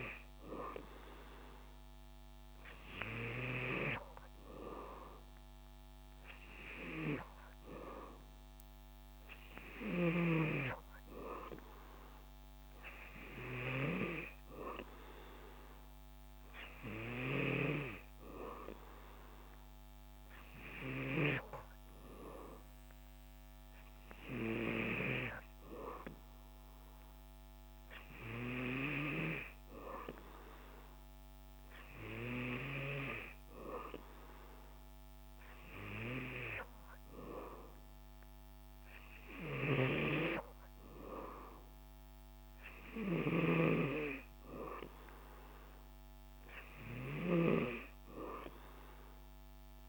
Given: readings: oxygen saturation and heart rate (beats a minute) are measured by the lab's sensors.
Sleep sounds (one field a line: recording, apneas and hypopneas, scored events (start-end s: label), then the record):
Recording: breathing in sleep by a microphone on the trachea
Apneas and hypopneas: none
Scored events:
none scored
From the record:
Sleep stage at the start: N3 (deep sleep)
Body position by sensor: on the back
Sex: male